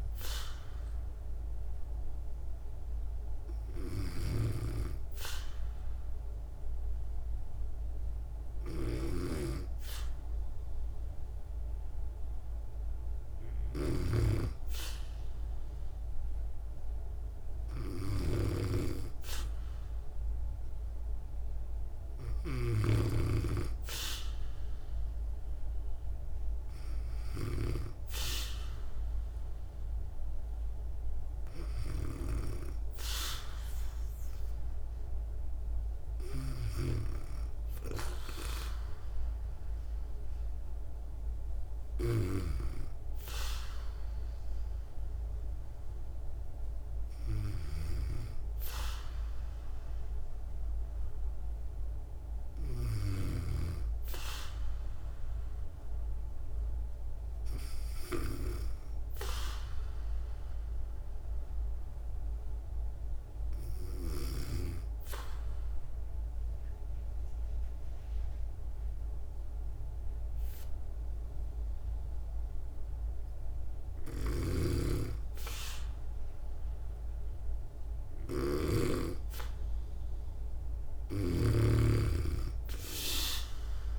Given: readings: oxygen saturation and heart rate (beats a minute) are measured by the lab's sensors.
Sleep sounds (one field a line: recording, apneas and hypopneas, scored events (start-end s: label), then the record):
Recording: breathing in sleep by a room microphone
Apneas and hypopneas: 2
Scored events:
0.00-22.50 s: snoring (device-marked)
2.00-13.50 s: hypopnea (oxygen 97% before, 95% lowest, heart rate 62 before, 59 extreme, up 2 after)
16.00-19.00 s: arousal
36.00-42.00 s: snoring (device-marked)
61.50-75.50 s: hypopnea (oxygen 97% before, 93% lowest, heart rate 58 before, 58 extreme, up 4 after)
73.50-78.50 s: snoring (device-marked)
78.00-81.50 s: arousal
79.00-83.99 s: oxygen desaturation (device-marked, oxygen 97% before, 93% lowest, heart rate 59 before, 58 extreme)
80.50-83.99 s: snoring (device-marked)
From the record:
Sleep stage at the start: N2 (light sleep)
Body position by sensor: on the back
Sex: female